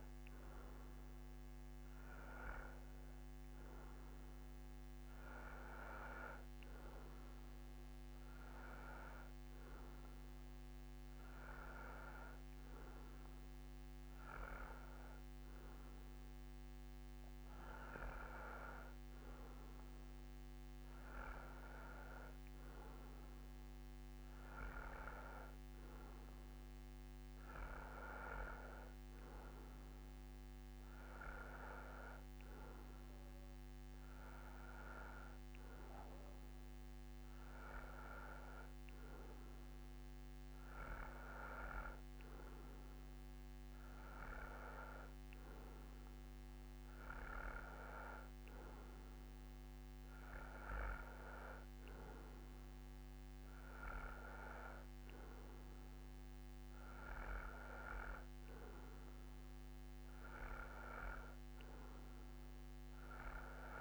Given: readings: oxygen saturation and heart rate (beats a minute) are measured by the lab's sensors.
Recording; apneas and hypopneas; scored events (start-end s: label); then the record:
breathing in sleep by a microphone on the trachea; none
none scored
From the record:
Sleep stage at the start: N2 (light sleep); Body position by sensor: on the right side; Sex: male